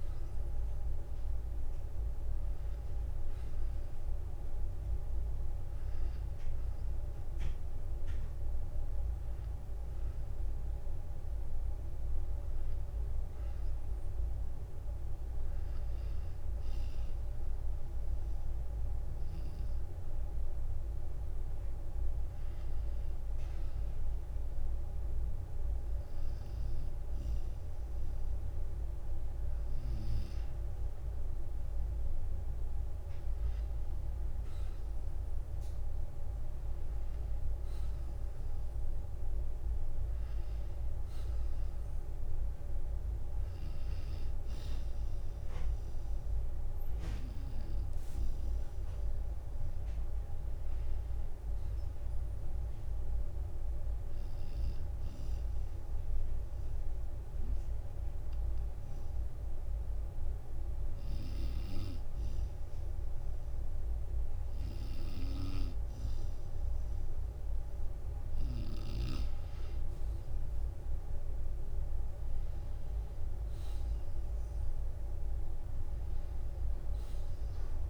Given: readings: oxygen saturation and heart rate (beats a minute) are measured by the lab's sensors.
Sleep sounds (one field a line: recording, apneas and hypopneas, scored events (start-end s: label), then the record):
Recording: breathing in sleep, hard to hear, by a room microphone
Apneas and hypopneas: 2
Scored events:
22.00-34.00 s: hypopnea (oxygen 94% before, 90% lowest, heart rate 54 before, 52 extreme, up 8 after)
28.00-30.00 s: long interval between heartbeats (device-marked, heart rate 53 before, 54 extreme)
35.50-39.00 s: arousal
54.50-69.00 s: obstructive apnea (oxygen 93% before, 90% lowest, heart rate 58 before, 50 extreme, up 12 after)
55.50-57.50 s: long interval between heartbeats (device-marked, heart rate 58 before, 52 extreme)
63.00-65.00 s: long interval between heartbeats (device-marked, heart rate 55 before, 56 extreme)
71.00-74.50 s: arousal
74.50-76.50 s: long interval between heartbeats (device-marked, heart rate 55 before, 63 extreme)
From the record:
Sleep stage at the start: N2 (light sleep)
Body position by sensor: on the back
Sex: male